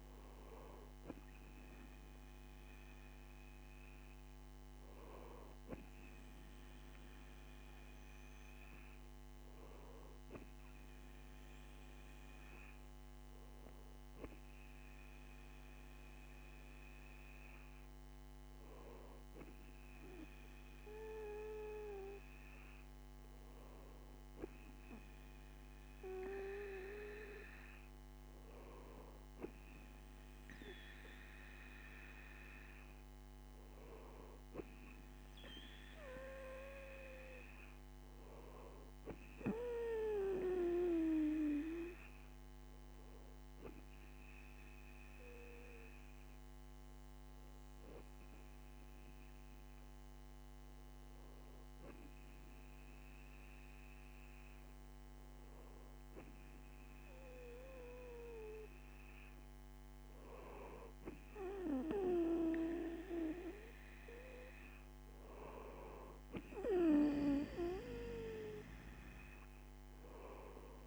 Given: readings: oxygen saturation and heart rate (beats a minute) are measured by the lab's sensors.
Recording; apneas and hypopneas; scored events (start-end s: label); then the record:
breathing in sleep by a microphone on the trachea; none
none scored
From the record:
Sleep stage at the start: N2 (light sleep); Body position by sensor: on the right side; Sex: male